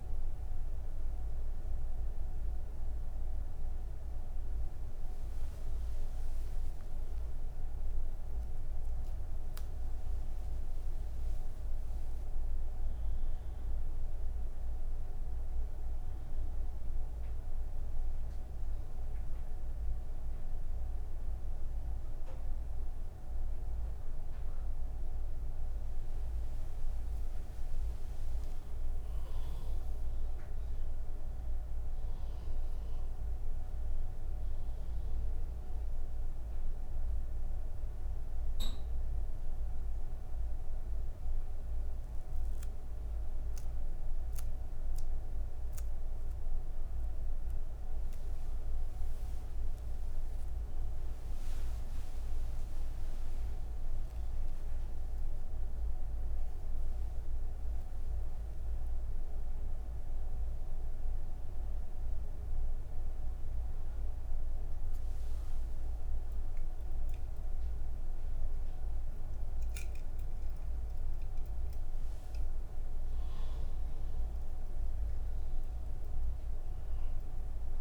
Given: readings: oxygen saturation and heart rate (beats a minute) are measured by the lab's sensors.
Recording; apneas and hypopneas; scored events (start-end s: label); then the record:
breathing in sleep, hard to hear, by a room microphone; none
none scored
From the record:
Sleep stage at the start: N1 (lightest sleep); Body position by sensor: on the right side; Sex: female